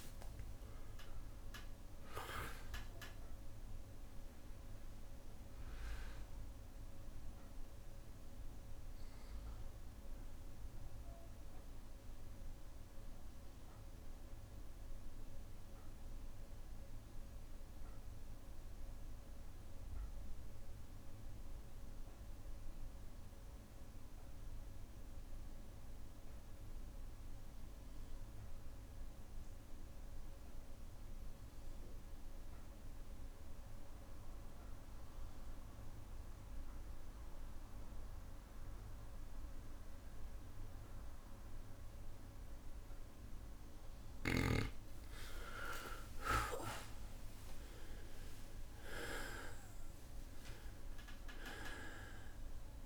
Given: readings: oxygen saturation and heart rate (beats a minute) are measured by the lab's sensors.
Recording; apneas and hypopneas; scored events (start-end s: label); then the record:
breathing in sleep by a room microphone; 1
0.00-1.00 s: long interval between heartbeats (device-marked, heart rate 78 extreme)
0.00-1.50 s: arousal
0.00-22.50 s: oxygen desaturation (device-marked, oxygen 90% lowest, heart rate 58 extreme)
10.50-26.50 s: bradycardia (device-marked, heart rate 67 before, 58 extreme)
13.00-42.00 s: obstructive apnea (oxygen 99% before, 89% lowest, heart rate 72 before, 56 extreme, up 20 after)
36.50-52.86 s: oxygen desaturation (device-marked, oxygen 99% before, 89% lowest, heart rate 59 before, 56 extreme)
43.00-45.00 s: long interval between heartbeats (device-marked, heart rate 60 before, 79 extreme)
45.50-51.50 s: arousal
47.50-52.86 s: bradycardia (device-marked, heart rate 67 before, 56 extreme)
48.50-50.50 s: long interval between heartbeats (device-marked, heart rate 67 before, 79 extreme)
From the record:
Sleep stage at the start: N2 (light sleep); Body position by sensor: on the back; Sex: male